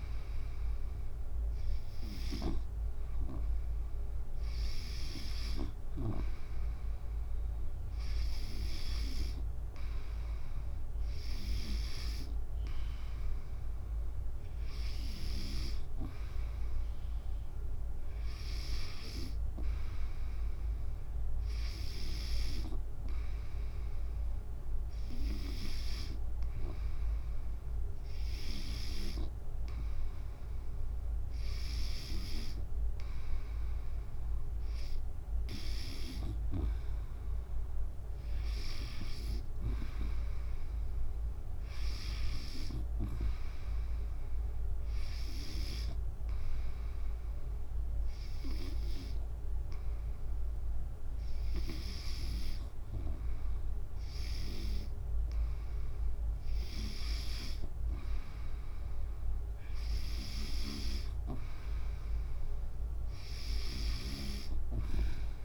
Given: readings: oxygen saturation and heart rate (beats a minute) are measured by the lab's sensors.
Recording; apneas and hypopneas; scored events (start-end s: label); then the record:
breathing in sleep by a room microphone; 1
0.00-5.50 s: snoring (device-marked)
25.50-29.00 s: snoring (device-marked)
41.00-43.50 s: arousal
45.50-52.00 s: snoring (device-marked)
46.00-57.50 s: hypopnea (oxygen 95% before, 93% lowest, heart rate 73 before, 54 extreme, up 12 after)
60.00-63.50 s: arousal
62.00-65.45 s: oxygen desaturation (device-marked, oxygen 96% before, 93% lowest, heart rate 67 before, 71 extreme)
From the record:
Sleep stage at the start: N2 (light sleep); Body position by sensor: on the back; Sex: female